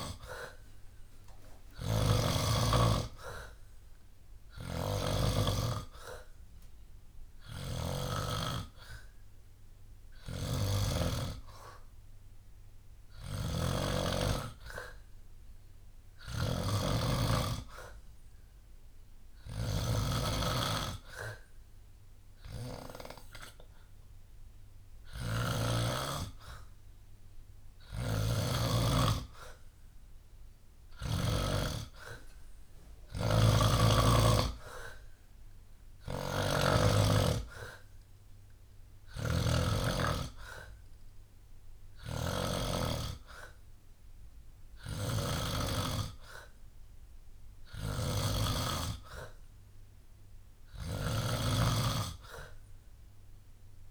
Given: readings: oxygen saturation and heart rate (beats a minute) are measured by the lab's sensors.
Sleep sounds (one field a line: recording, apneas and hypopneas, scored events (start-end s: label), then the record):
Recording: breathing in sleep by a room microphone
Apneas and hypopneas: none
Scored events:
0.00-8.00 s: snoring (device-marked)
8.50-10.50 s: long interval between heartbeats (device-marked, heart rate 68 before, 66 extreme)
10.00-25.50 s: snoring (device-marked)
27.50-31.00 s: snoring (device-marked)
33.00-39.50 s: snoring (device-marked)
41.50-48.50 s: snoring (device-marked)
50.50-53.91 s: snoring (device-marked)
From the record:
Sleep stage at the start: N2 (light sleep)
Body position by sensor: on the back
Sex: male